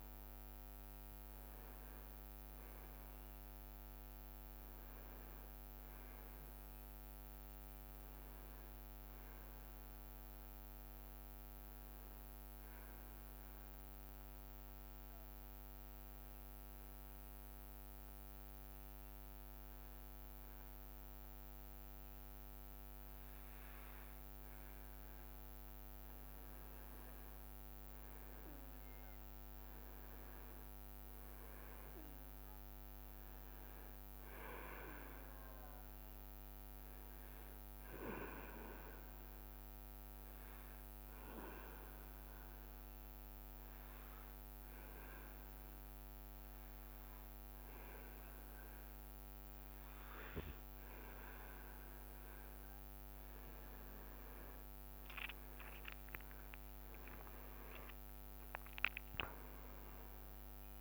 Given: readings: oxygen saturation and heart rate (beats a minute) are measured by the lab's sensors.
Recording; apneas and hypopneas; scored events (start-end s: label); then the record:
breathing in sleep by a microphone on the trachea; 2
12.50-25.50 s: obstructive apnea (oxygen 98% before, 95% lowest, heart rate 71 before, 61 extreme, up 6 after)
27.50-31.50 s: arousal
34.00-44.00 s: oxygen desaturation (device-marked, oxygen 99% before, 95% lowest, heart rate 64 before, 66 extreme)
36.00-39.50 s: leg movement (device-marked)
40.00-52.00 s: obstructive apnea (oxygen 99% before, 95% lowest, heart rate 65 before, 63 extreme, up 6 after)
55.50-58.00 s: leg movement (device-marked)
57.00-60.81 s: arousal
From the record:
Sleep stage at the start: N2 (light sleep); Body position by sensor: on the back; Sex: male